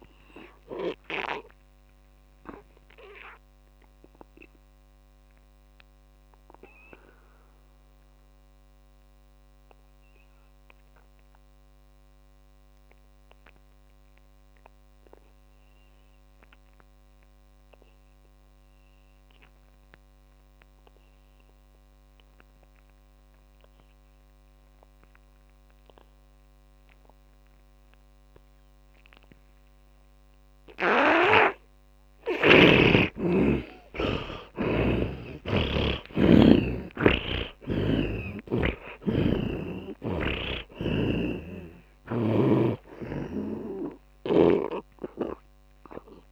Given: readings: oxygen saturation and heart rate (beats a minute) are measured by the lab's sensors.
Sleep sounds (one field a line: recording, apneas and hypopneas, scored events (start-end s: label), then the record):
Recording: breathing in sleep by a microphone on the trachea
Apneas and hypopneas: 1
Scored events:
0.00-18.50 s: oxygen desaturation (device-marked, oxygen 78% lowest)
1.50-32.00 s: mixed apnea (oxygen 100% before, 76% lowest)
25.50-46.32 s: oxygen desaturation (device-marked, oxygen 100% before, 76% lowest)
33.50-39.00 s: arousal
From the record:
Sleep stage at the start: N2 (light sleep)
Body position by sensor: on the back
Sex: male